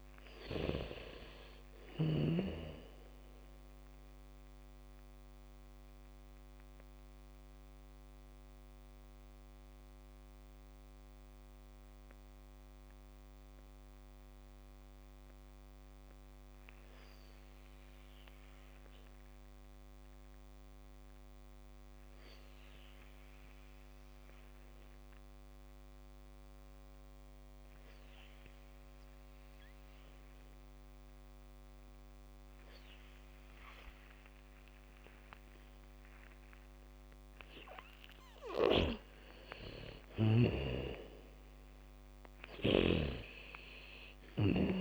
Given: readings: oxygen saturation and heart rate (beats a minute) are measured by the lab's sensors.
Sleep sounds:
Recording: breathing in sleep by a microphone on the trachea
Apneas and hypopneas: 1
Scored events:
0.00-2.50 s: snoring (device-marked)
0.00-20.00 s: oxygen desaturation (device-marked, oxygen 76% lowest, heart rate 55 extreme)
5.50-37.50 s: mixed apnea (oxygen 98% before, 76% lowest, heart rate 69 before, 55 extreme, up 6 after)
29.00-44.81 s: oxygen desaturation (device-marked, oxygen 99% before, 83% lowest, heart rate 77 before, 53 extreme)
38.00-40.00 s: bradycardia (device-marked, heart rate 72 before, 63 extreme)
39.00-43.50 s: snoring (device-marked)
39.50-43.00 s: arousal
From the record:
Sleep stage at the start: N2 (light sleep)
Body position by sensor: on the back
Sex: female

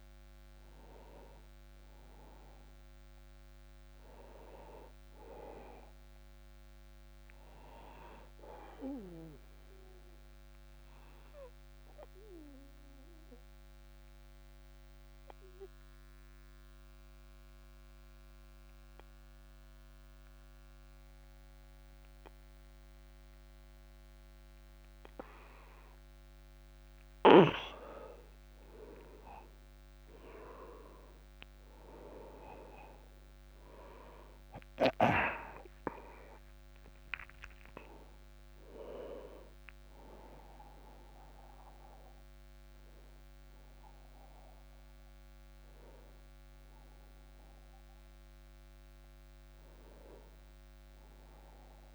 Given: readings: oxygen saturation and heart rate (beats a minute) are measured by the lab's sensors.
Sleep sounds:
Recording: breathing in sleep by a microphone on the trachea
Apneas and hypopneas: 1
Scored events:
1.50-5.00 s: arousal
10.00-26.00 s: obstructive apnea (oxygen 99% before, 93% lowest, heart rate 44 before, 28 extreme, up 18 after)
29.00-33.50 s: arousal
33.00-51.95 s: oxygen desaturation (device-marked, oxygen 97% before, 93% lowest, heart rate 38 before, 27 extreme)
From the record:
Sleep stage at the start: N2 (light sleep)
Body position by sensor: on the back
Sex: male

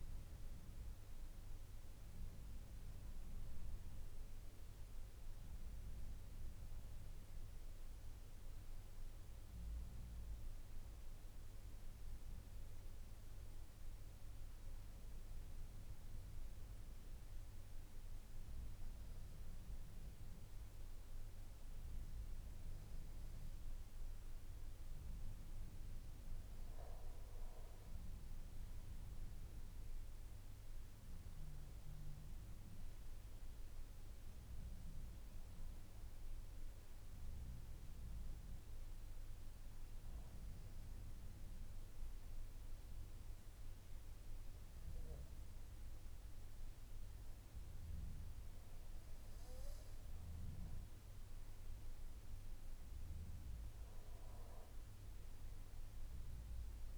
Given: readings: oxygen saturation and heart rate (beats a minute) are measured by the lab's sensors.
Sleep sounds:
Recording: breathing in sleep, hard to hear, by a room microphone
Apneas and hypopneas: 2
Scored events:
15.50-26.00 s: obstructive apnea (oxygen 96% before, 94% lowest, heart rate 55 before, 52 extreme, up 6 after)
25.00-56.98 s: new sleep stage, N3 (deep sleep)
39.50-49.50 s: obstructive apnea (oxygen 96% before, 94% lowest, heart rate 55 before, 51 extreme, up 4 after)
From the record:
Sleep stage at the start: N2 (light sleep)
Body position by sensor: on the back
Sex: male

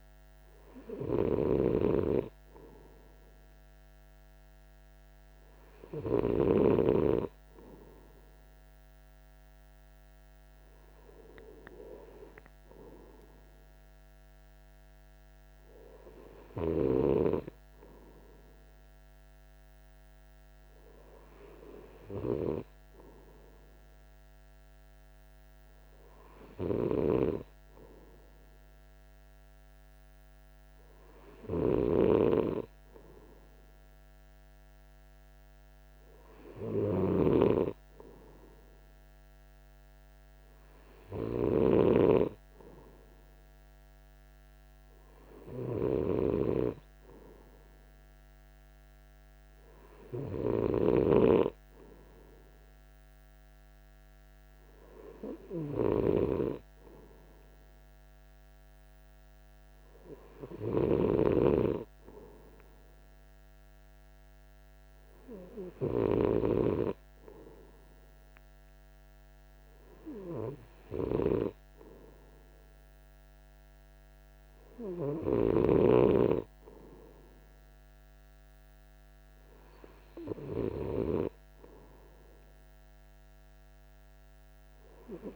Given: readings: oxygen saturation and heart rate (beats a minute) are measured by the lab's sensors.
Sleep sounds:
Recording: breathing in sleep by a microphone on the trachea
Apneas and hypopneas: none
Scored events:
none scored
From the record:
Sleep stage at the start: N3 (deep sleep)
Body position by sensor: on the right side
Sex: male

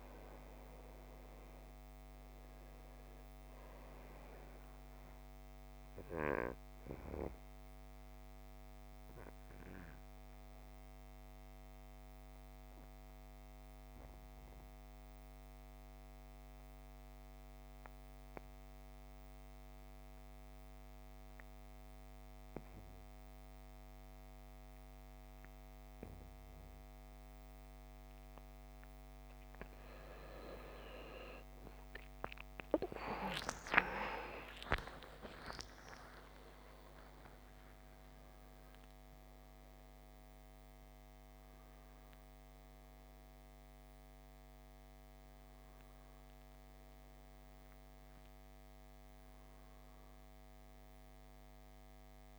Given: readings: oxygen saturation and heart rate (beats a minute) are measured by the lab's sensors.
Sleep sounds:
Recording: breathing in sleep by a microphone on the trachea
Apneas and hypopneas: 1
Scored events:
0.00-1.50 s: arousal
3.50-22.50 s: oxygen desaturation (device-marked, oxygen 98% before, 89% lowest)
7.00-29.00 s: obstructive apnea (oxygen 98% before, 85% lowest)
28.50-40.50 s: oxygen desaturation (device-marked, oxygen 97% before, 92% lowest)
31.50-37.50 s: arousal
42.50-52.39 s: oxygen desaturation (device-marked, oxygen 94% before, 85% lowest)
From the record:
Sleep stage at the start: N2 (light sleep)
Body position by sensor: on the back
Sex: male

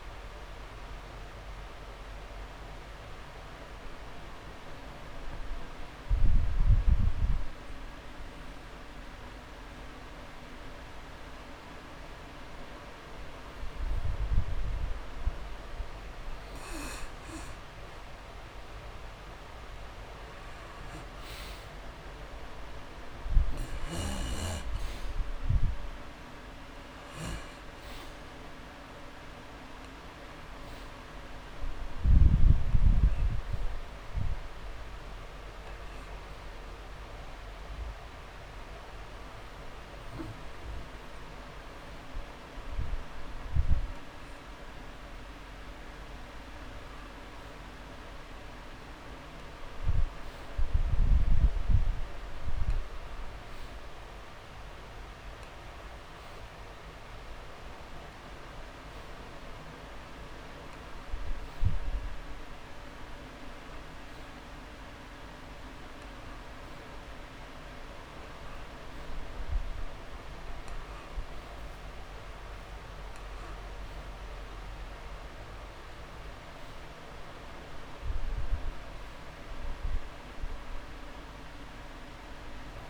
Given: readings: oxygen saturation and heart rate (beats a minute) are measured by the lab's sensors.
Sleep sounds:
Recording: breathing in sleep, hard to hear, by a room microphone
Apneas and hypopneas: 2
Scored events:
1.00-3.00 s: long interval between heartbeats (device-marked)
5.50-16.50 s: obstructive apnea (oxygen 98% before, 90% lowest)
19.50-23.50 s: arousal
26.00-44.00 s: oxygen desaturation (device-marked, oxygen 97% before, 90% lowest)
36.00-46.00 s: obstructive apnea (oxygen 97% before, 90% lowest)
48.00-51.50 s: arousal
53.50-55.50 s: long interval between heartbeats (device-marked)
76.50-80.00 s: arousal
From the record:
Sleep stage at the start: N2 (light sleep)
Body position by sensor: on the back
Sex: male

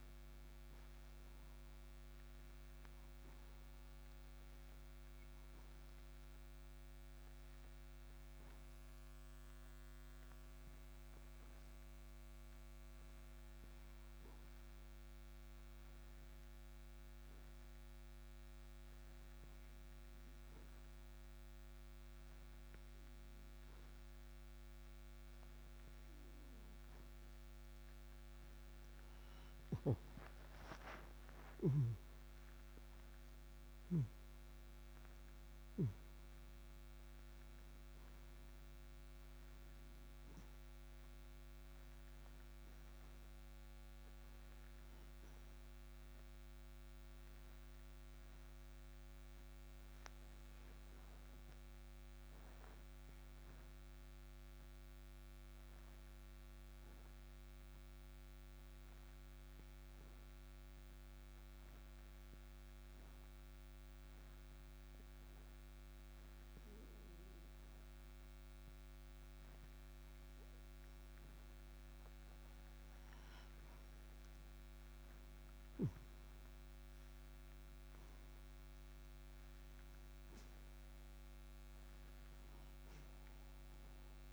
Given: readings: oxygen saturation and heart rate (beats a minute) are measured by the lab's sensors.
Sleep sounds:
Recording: breathing in sleep, hard to hear, by a microphone on the trachea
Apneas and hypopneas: 2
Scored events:
5.50-27.50 s: obstructive apnea (oxygen 97% before, 87% lowest, heart rate 61 before, 56 extreme, up 6 after)
31.00-37.00 s: arousal
35.00-66.00 s: oxygen desaturation (device-marked, oxygen 95% before, 87% lowest, heart rate 60 before, 56 extreme)
47.50-70.50 s: obstructive apnea (oxygen 95% before, 87% lowest, heart rate 62 before, 56 extreme, up 7 after)
73.50-77.50 s: arousal
78.00-84.33 s: oxygen desaturation (device-marked, oxygen 97% before, 89% lowest, heart rate 58 before, 56 extreme)
From the record:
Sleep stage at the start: N2 (light sleep)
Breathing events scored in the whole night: 189 in 3.3 hours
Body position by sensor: on the right side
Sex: male

